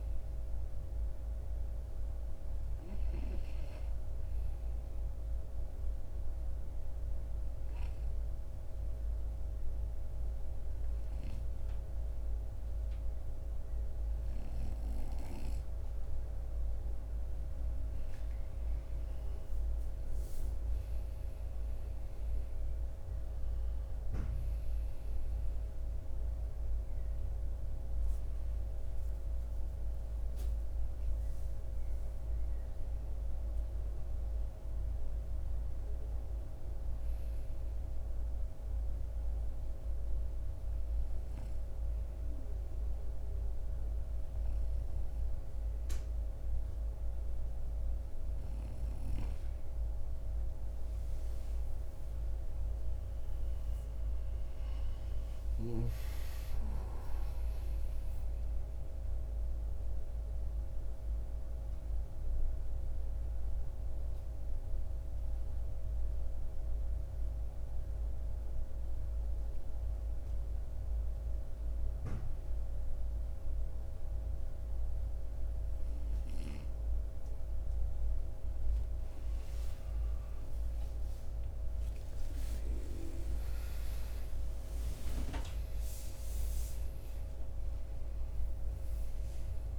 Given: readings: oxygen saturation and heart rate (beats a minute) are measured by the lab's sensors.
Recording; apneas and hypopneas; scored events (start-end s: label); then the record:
breathing in sleep, hard to hear, by a room microphone; 3
0.00-6.00 s: oxygen desaturation (device-marked, oxygen 91% lowest)
4.00-17.50 s: obstructive apnea (oxygen 95% before, 91% lowest)
20.00-24.00 s: arousal
23.00-48.00 s: oxygen desaturation (device-marked, oxygen 96% before, 91% lowest)
37.50-48.50 s: obstructive apnea (oxygen 96% before, 91% lowest)
50.00-54.00 s: arousal
57.50-77.50 s: obstructive apnea (oxygen 96% before, 91% lowest)
79.50-85.00 s: arousal
From the record:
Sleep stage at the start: N2 (light sleep); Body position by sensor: on the right side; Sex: male